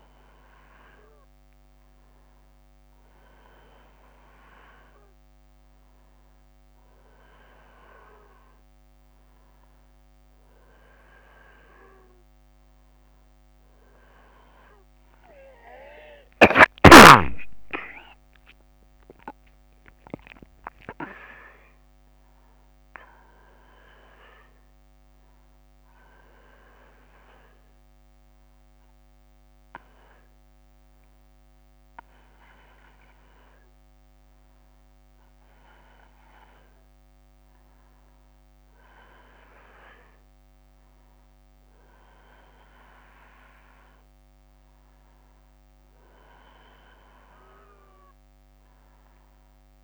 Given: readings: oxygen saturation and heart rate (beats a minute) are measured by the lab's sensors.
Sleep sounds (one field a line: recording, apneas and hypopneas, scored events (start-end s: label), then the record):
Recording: breathing in sleep by a microphone on the trachea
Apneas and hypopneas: none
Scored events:
none scored
From the record:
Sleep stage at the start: N1 (lightest sleep)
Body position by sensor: on the back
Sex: male